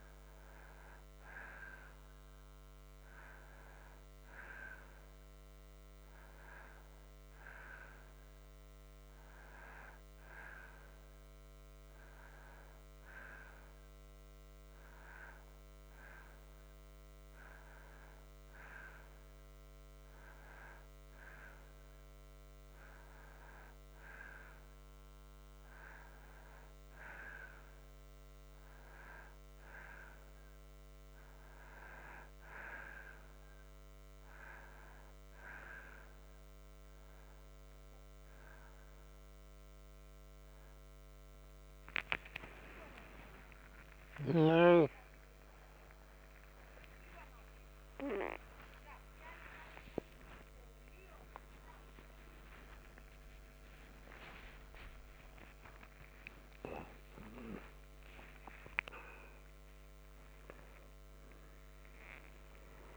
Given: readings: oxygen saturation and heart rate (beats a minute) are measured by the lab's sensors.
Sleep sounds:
a person partly awake in a sleep study, by a microphone on the trachea; none
43.50-62.96 s: new sleep stage, awake
From the record:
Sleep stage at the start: N2 (light sleep); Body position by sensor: on the back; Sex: male

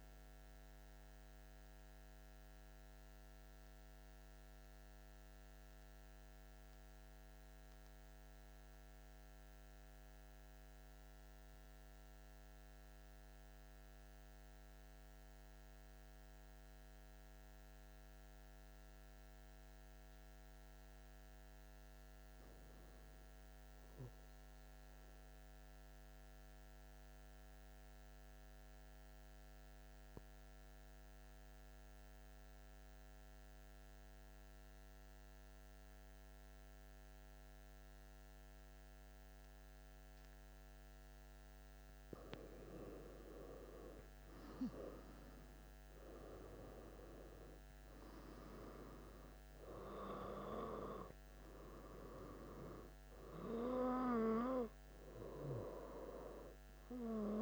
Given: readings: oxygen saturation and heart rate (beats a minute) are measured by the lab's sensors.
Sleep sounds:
breathing in sleep by a microphone on the trachea; 1
1.50-39.50 s: hypopnea (oxygen 98% before, 91% lowest)
5.50-57.42 s: new sleep stage, N2 (light sleep)
33.50-57.42 s: oxygen desaturation (device-marked, oxygen 98% before, 91% lowest)
41.00-45.50 s: arousal
From the record:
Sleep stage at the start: N1 (lightest sleep); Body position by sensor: on the back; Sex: male

